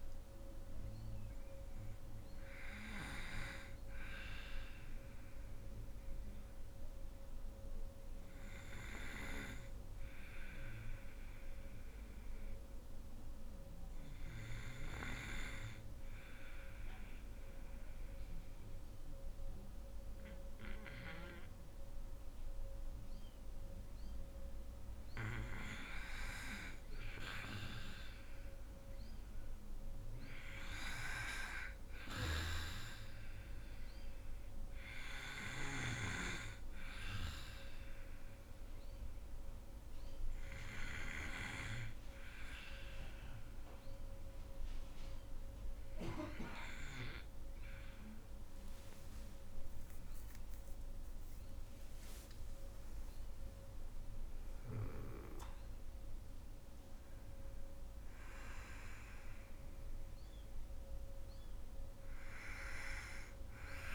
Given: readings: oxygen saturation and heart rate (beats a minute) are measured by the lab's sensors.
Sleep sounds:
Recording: breathing in sleep by a room microphone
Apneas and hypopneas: 2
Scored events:
0.00-15.00 s: oxygen desaturation (device-marked, oxygen 94% lowest, heart rate 51 extreme)
4.00-23.50 s: obstructive apnea (oxygen 99% before, 92% lowest, heart rate 59 before, 51 extreme, up 7 after)
24.00-27.00 s: arousal
27.00-49.00 s: oxygen desaturation (device-marked, oxygen 99% before, 92% lowest, heart rate 53 before, 51 extreme)
37.50-48.00 s: hypopnea (oxygen 99% before, 92% lowest, heart rate 57 before, 51 extreme, up 14 after)
48.50-52.00 s: arousal
From the record:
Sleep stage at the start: N2 (light sleep)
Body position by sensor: on the back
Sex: female

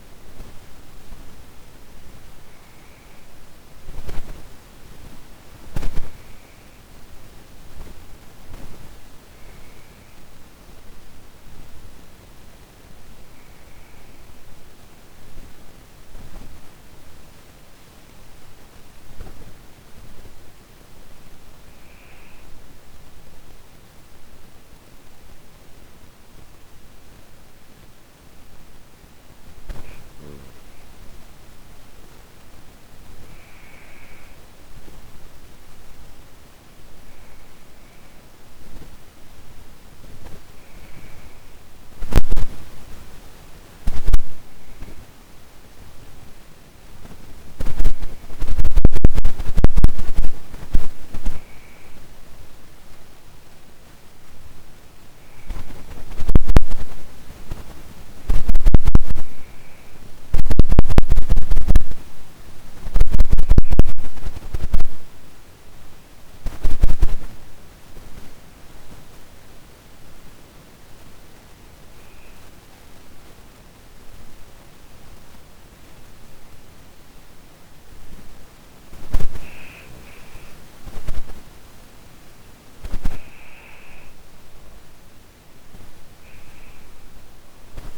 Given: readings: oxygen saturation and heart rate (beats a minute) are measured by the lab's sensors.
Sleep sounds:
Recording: breathing in sleep by a microphone on the trachea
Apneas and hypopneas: 2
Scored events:
14.50-28.00 s: obstructive apnea (oxygen 98% before, 94% lowest, heart rate 37 before, 29 extreme, up 48 after)
29.00-33.00 s: arousal
58.00-61.00 s: arousal
64.00-78.00 s: obstructive apnea (oxygen 98% before, 93% lowest)
79.50-84.50 s: arousal
81.50-87.98 s: oxygen desaturation (device-marked, oxygen 98% before, 93% lowest)
From the record:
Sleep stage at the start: N1 (lightest sleep)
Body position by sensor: on the back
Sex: female

